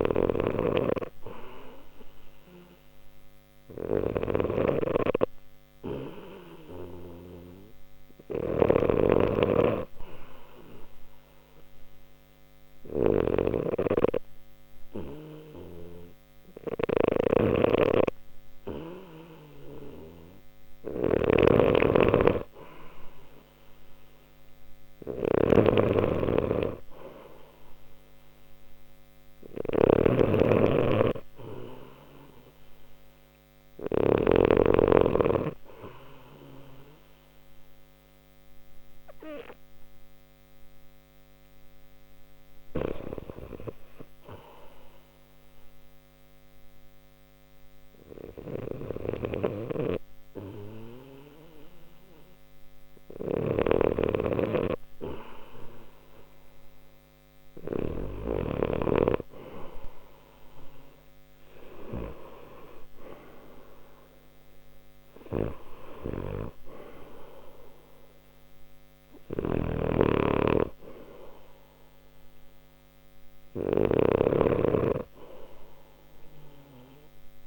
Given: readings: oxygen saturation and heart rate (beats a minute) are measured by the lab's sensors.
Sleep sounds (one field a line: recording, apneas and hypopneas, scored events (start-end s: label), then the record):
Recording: breathing in sleep by a microphone on the trachea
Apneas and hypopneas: 2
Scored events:
0.00-3.50 s: arousal
0.00-34.00 s: snoring (device-marked)
9.50-20.00 s: hypopnea (oxygen 96% before, 92% lowest, heart rate 61 before, 59 extreme, up 1 after)
15.00-30.00 s: oxygen desaturation (device-marked, oxygen 95% before, 92% lowest, heart rate 61 before, 59 extreme)
25.00-30.50 s: arousal
37.00-55.50 s: hypopnea (oxygen 95% before, 92% lowest, heart rate 61 before, 59 extreme, up 2 after)
49.00-57.50 s: snoring (device-marked)
58.50-63.50 s: arousal
68.50-77.47 s: snoring (device-marked)
From the record:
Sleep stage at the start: N2 (light sleep)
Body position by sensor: on the left side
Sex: male